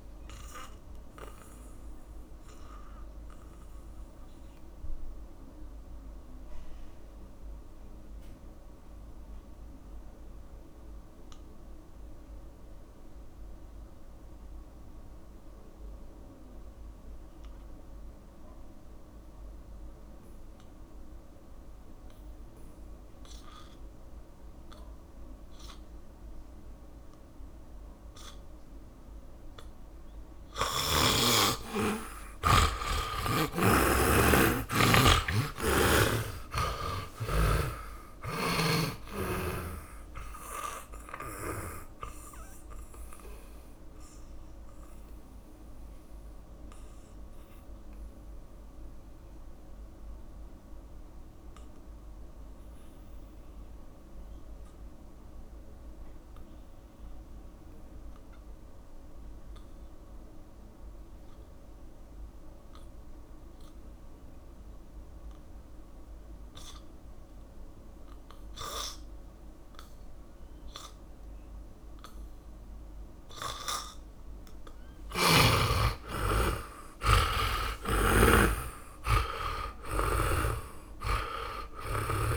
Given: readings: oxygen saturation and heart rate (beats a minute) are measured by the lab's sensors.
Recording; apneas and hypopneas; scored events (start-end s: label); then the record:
breathing in sleep by a room microphone; 2
1.00-21.00 s: oxygen desaturation (device-marked, oxygen 94% before, 79% lowest, heart rate 57 before, 49 extreme)
1.00-29.50 s: mixed apnea (oxygen 100% before, 77% lowest, heart rate 57 before, 49 extreme, up 13 after)
32.00-38.50 s: arousal
36.00-65.00 s: oxygen desaturation (device-marked, oxygen 99% before, 77% lowest, heart rate 54 before, 46 extreme)
43.00-75.00 s: mixed apnea (oxygen 100% before, 76% lowest, heart rate 58 before, 46 extreme, up 23 after)
76.50-79.50 s: arousal
78.00-82.37 s: oxygen desaturation (device-marked, oxygen 100% before, 76% lowest, heart rate 51 before, 48 extreme)
80.50-82.37 s: snoring (device-marked)
From the record:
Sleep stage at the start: N2 (light sleep); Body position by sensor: on the back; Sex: male